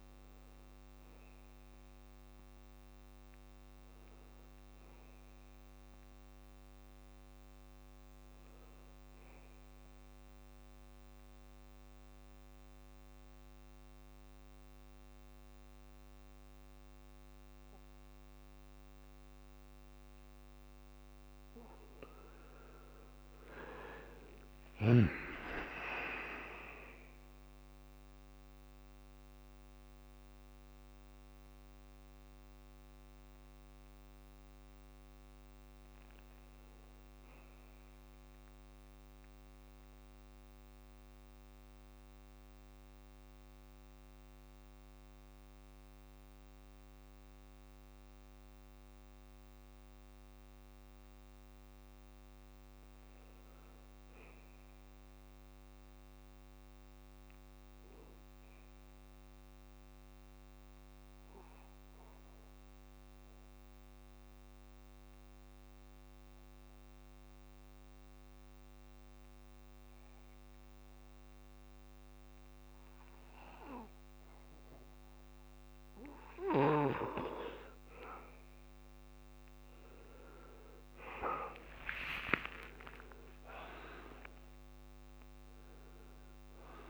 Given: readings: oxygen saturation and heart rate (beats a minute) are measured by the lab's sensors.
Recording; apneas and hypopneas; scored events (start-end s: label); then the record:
breathing in sleep by a microphone on the trachea; 3
0.00-1.50 s: oxygen desaturation (device-marked, oxygen 89% lowest, heart rate 67 extreme)
10.50-21.00 s: mixed apnea (oxygen 96% before, 90% lowest, heart rate 68 before, 67 extreme, up 41 after)
22.50-39.50 s: oxygen desaturation (device-marked, oxygen 96% before, 91% lowest, heart rate 68 before, 66 extreme)
24.00-28.00 s: arousal
38.50-51.00 s: central apnea (oxygen 96% before, 84% lowest, heart rate 82 before, 66 extreme, up 3 after)
53.00-56.50 s: arousal
62.50-76.50 s: obstructive apnea (oxygen 98% before, 84% lowest, heart rate 68 before, 69 extreme, up 49 after)
67.50-86.90 s: oxygen desaturation (device-marked, oxygen 98% before, 84% lowest, heart rate 69 before, 68 extreme)
81.00-85.00 s: arousal
From the record:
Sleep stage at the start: N2 (light sleep); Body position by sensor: on the back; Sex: male